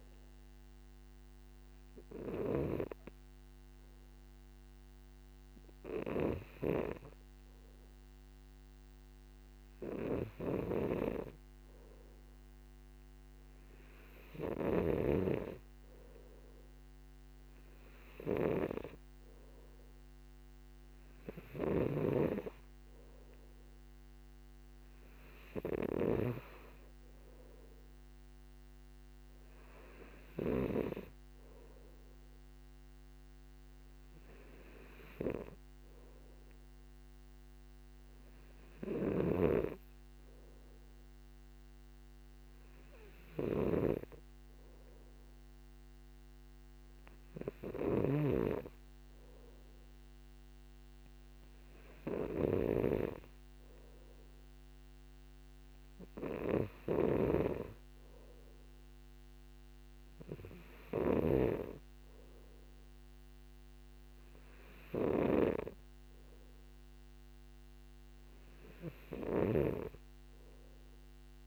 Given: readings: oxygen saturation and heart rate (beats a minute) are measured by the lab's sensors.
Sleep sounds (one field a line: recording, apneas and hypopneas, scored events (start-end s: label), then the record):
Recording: breathing in sleep by a microphone on the trachea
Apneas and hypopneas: none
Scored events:
22.00-27.00 s: snoring (device-marked)
39.50-62.00 s: snoring (device-marked)
From the record:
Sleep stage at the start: N2 (light sleep)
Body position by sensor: on the back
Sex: male